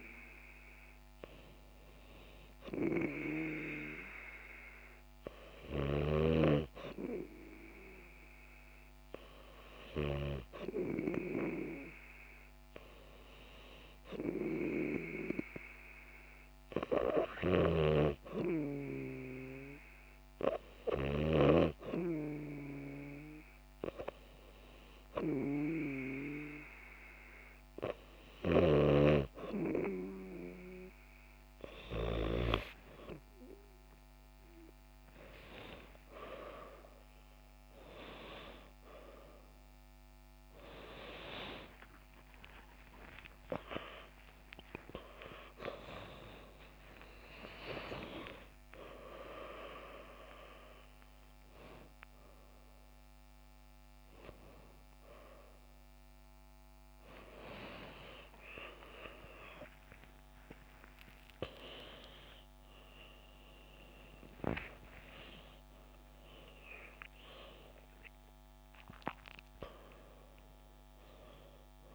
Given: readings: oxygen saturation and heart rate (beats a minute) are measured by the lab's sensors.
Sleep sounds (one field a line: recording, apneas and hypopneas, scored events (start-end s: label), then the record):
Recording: a person awake in a sleep study, by a microphone on the trachea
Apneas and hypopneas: none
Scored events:
25.00-71.95 s: new sleep stage, awake
From the record:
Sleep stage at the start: N3 (deep sleep)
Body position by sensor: on the back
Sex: female